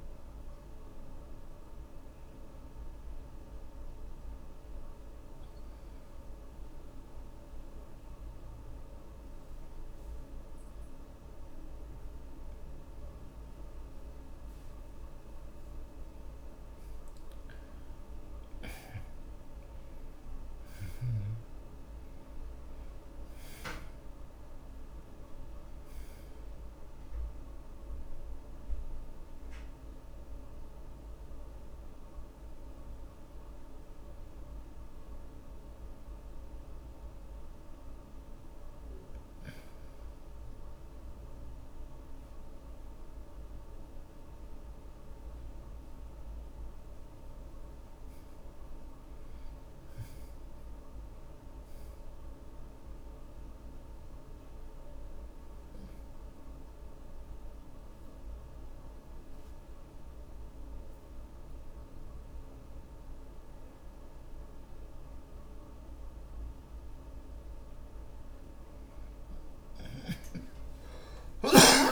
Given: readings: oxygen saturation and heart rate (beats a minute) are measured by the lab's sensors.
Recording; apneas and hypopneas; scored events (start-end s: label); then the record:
breathing in sleep, hard to hear, by a room microphone; 3
0.00-11.00 s: oxygen desaturation (device-marked, oxygen 76% lowest)
2.00-15.50 s: mixed apnea (oxygen 93% before, 78% lowest)
19.00-22.50 s: arousal
20.00-43.00 s: oxygen desaturation (device-marked, oxygen 98% before, 78% lowest)
30.00-47.00 s: mixed apnea (oxygen 98% before, 75% lowest)
48.00-51.50 s: arousal
55.50-65.50 s: obstructive apnea (oxygen 96% before, 75% lowest)
56.00-69.00 s: oxygen desaturation (device-marked, oxygen 96% before, 79% lowest)
70.50-71.91 s: arousal
From the record:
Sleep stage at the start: N2 (light sleep); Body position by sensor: on the back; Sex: male